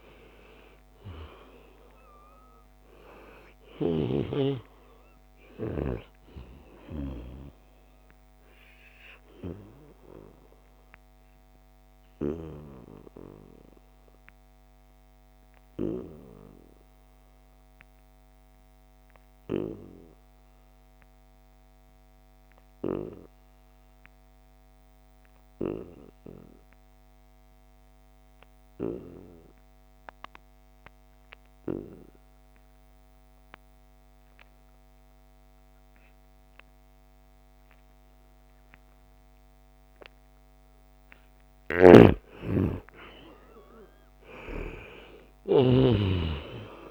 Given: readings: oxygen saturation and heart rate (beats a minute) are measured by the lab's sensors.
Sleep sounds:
breathing in sleep by a microphone on the trachea; 1
0.00-14.50 s: oxygen desaturation (device-marked, oxygen 89% lowest, heart rate 68 extreme)
7.50-41.00 s: obstructive apnea (oxygen 98% before, 87% lowest, heart rate 77 before, 68 extreme, up 7 after)
32.50-46.91 s: oxygen desaturation (device-marked, oxygen 98% before, 87% lowest, heart rate 74 before, 68 extreme)
41.50-46.00 s: snoring (device-marked)
42.00-45.50 s: arousal
From the record:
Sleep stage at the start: N2 (light sleep); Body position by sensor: on the back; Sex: male

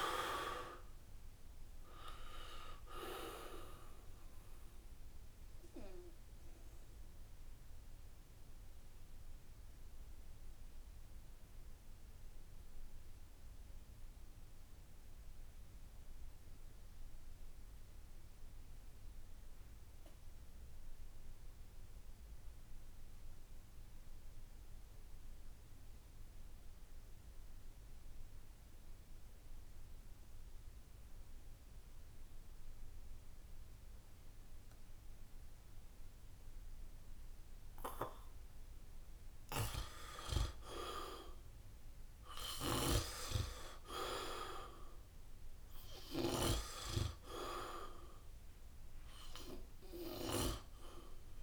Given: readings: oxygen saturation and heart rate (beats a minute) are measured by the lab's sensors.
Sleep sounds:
breathing in sleep by a room microphone; 1
0.00-1.00 s: arousal
0.00-1.00 s: long interval between heartbeats (device-marked, heart rate 85 extreme)
0.00-24.50 s: oxygen desaturation (device-marked, oxygen 78% lowest, heart rate 66 extreme)
7.50-38.50 s: obstructive apnea (oxygen 95% before, 75% lowest, heart rate 77 before, 65 extreme, up 6 after)
26.50-51.43 s: oxygen desaturation (device-marked, oxygen 97% before, 76% lowest, heart rate 69 before, 65 extreme)
40.00-43.50 s: arousal
From the record:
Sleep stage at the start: N2 (light sleep); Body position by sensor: on the back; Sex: male

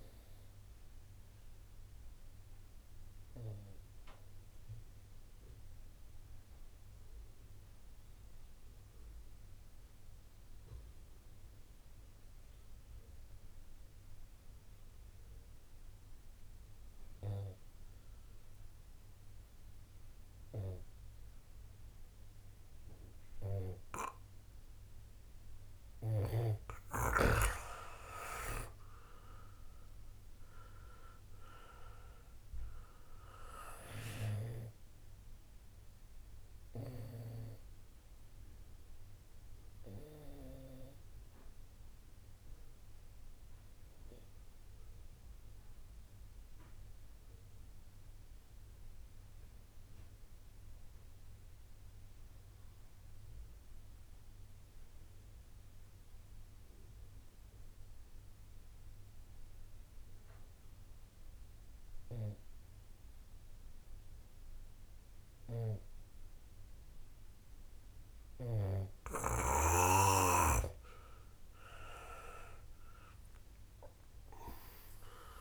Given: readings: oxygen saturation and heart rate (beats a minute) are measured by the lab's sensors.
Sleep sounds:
breathing in sleep by a room microphone; 2
0.00-12.50 s: oxygen desaturation (device-marked, oxygen 92% lowest, heart rate 28 extreme)
1.00-26.00 s: obstructive apnea (oxygen 97% before, 88% lowest, heart rate 59 before, 50 extreme, up 4 after)
25.50-53.50 s: oxygen desaturation (device-marked, oxygen 97% before, 88% lowest, heart rate 62 before, 50 extreme)
30.00-33.50 s: arousal
38.50-69.00 s: obstructive apnea (oxygen 97% before, 87% lowest, heart rate 60 before, 37 extreme, up 13 after)
68.50-75.41 s: oxygen desaturation (device-marked, oxygen 97% before, 87% lowest, heart rate 62 before, 37 extreme)
72.00-75.41 s: arousal
From the record:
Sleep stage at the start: N2 (light sleep); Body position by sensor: on the back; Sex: male

